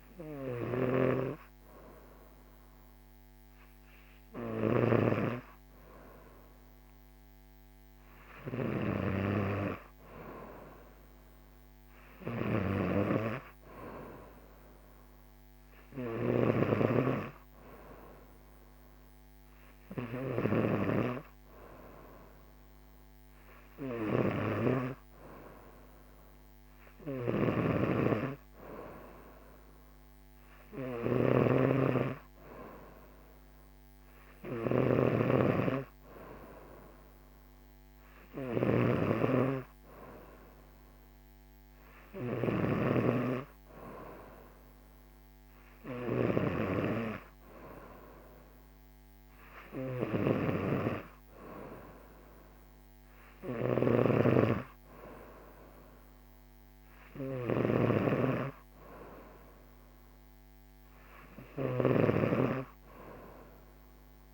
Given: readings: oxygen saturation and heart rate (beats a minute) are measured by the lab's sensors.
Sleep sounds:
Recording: breathing in sleep by a microphone on the trachea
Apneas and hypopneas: none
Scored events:
0.00-5.00 s: snoring (device-marked)
16.00-64.34 s: snoring (device-marked)
28.50-64.34 s: new sleep stage, N3 (deep sleep)
From the record:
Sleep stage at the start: N2 (light sleep)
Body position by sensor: on the right side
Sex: female

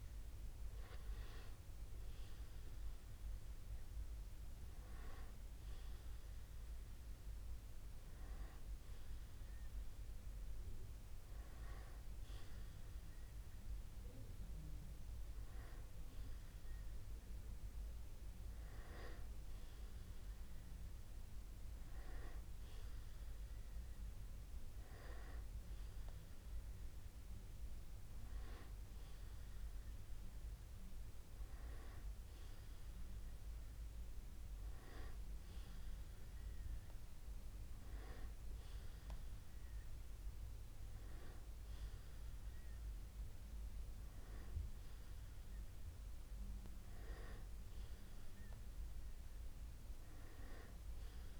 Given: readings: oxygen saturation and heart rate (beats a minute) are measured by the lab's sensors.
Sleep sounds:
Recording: breathing in sleep by a room microphone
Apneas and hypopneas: none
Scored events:
none scored
From the record:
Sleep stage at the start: N2 (light sleep)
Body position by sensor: on the back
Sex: male

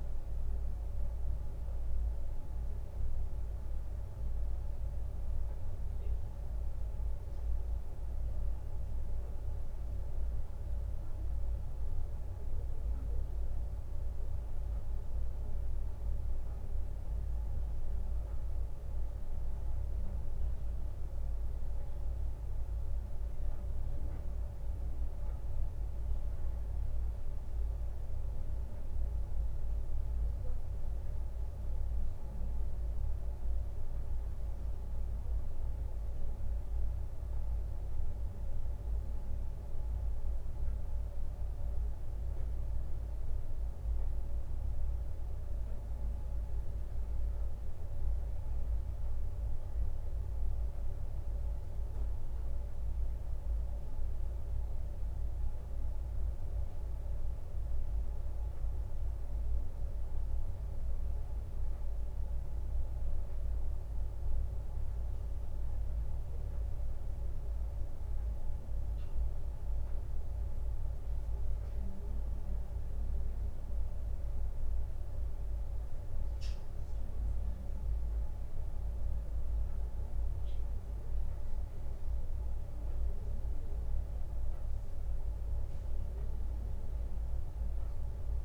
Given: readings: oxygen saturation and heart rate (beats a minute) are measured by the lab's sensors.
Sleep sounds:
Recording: breathing in sleep, hard to hear, by a room microphone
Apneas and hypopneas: none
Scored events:
62.00-64.00 s: leg movement (device-marked)
From the record:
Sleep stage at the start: N2 (light sleep)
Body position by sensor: on the right side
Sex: male

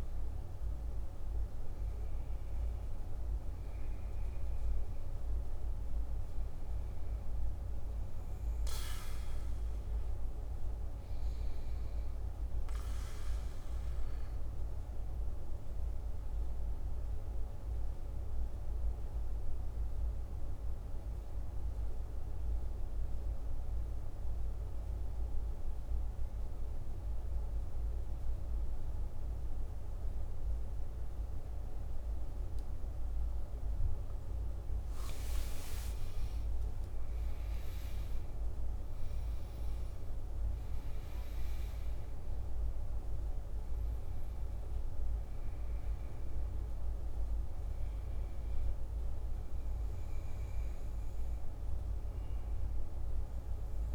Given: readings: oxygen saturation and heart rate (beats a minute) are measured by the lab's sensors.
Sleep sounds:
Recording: breathing in sleep, hard to hear, by a room microphone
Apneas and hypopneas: 1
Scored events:
18.50-34.00 s: obstructive apnea (oxygen 99% before, 91% lowest, heart rate 51 before, 48 extreme, up 11 after)
34.00-53.95 s: oxygen desaturation (device-marked, oxygen 97% before, 91% lowest, heart rate 50 before, 48 extreme)
37.50-42.50 s: arousal
From the record:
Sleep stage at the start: N2 (light sleep)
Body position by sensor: on the back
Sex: male

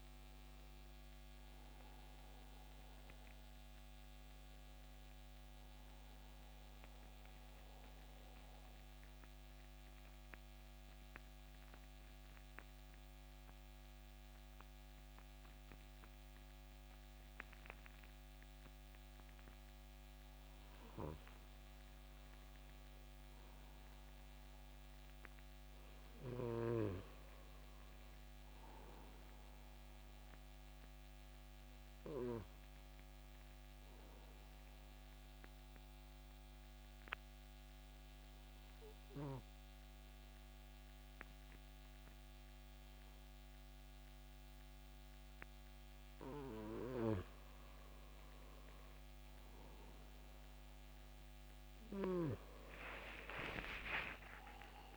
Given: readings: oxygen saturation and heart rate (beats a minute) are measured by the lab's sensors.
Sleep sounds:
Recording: breathing in sleep by a microphone on the trachea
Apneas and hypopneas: 2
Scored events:
0.00-18.50 s: oxygen desaturation (device-marked, oxygen 85% lowest, heart rate 70 extreme)
6.00-19.50 s: central apnea (oxygen 93% before, 85% lowest, heart rate 81 before, 70 extreme, up 4 after)
21.50-25.50 s: arousal
30.50-43.50 s: oxygen desaturation (device-marked, oxygen 94% before, 90% lowest, heart rate 72 before, 70 extreme)
34.50-46.50 s: obstructive apnea (oxygen 94% before, 84% lowest, heart rate 73 before, 69 extreme, up 6 after)
52.50-54.96 s: arousal
From the record:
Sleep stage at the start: N2 (light sleep)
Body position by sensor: on the back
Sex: male

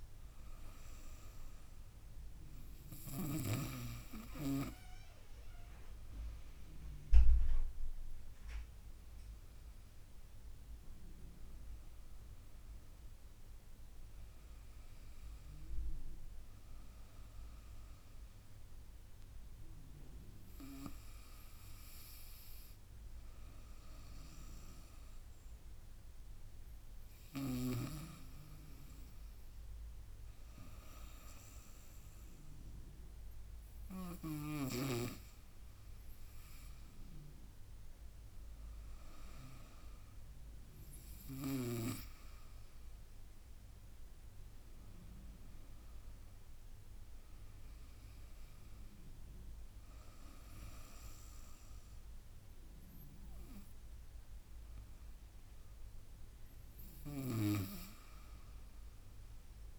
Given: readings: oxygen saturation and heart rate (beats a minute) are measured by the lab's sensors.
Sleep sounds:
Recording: breathing in sleep by a room microphone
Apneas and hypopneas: none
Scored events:
5.00-17.00 s: drop in pulse transit time (device-marked, heart rate 82 before, 83 extreme)
From the record:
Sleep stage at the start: N2 (light sleep)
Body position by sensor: on the right side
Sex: female

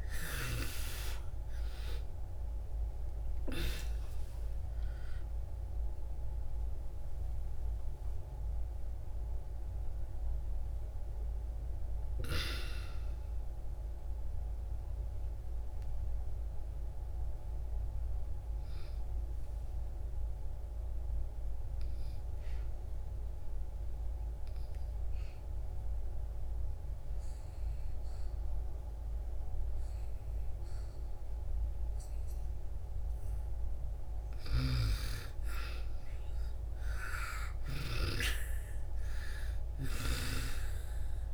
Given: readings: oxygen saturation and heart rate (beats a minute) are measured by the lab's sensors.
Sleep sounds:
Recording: breathing in sleep by a room microphone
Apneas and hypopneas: 1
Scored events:
0.00-1.50 s: arousal
0.00-24.50 s: oxygen desaturation (device-marked, oxygen 80% lowest)
13.00-33.50 s: mixed apnea (oxygen 94% before, 79% lowest)
34.00-37.50 s: snoring (device-marked)
35.50-41.34 s: oxygen desaturation (device-marked, oxygen 99% before, 86% lowest)
36.00-40.00 s: arousal
From the record:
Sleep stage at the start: N2 (light sleep)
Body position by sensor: on the back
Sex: female

